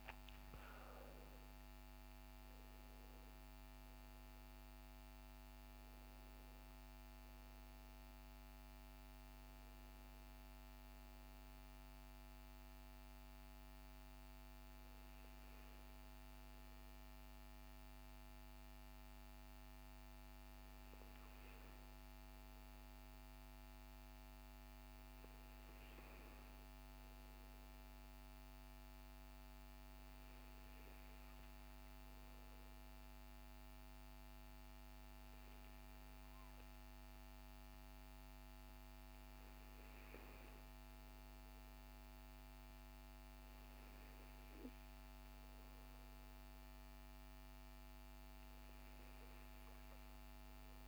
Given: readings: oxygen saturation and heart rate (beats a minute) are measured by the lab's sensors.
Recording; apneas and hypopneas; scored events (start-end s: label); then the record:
breathing in sleep, hard to hear, by a microphone on the trachea; none
none scored
From the record:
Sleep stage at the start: N2 (light sleep); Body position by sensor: on the back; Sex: male